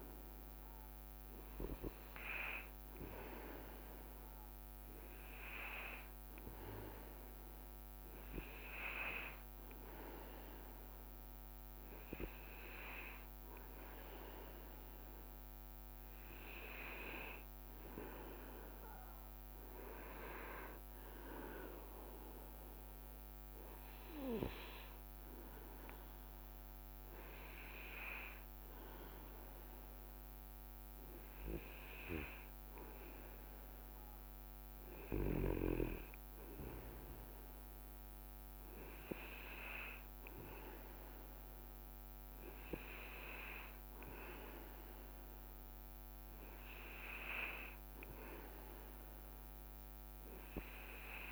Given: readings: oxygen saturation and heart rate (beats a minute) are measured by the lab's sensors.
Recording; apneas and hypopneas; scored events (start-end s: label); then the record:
breathing in sleep by a microphone on the trachea; none
none scored
From the record:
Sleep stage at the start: N2 (light sleep); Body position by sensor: on the back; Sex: male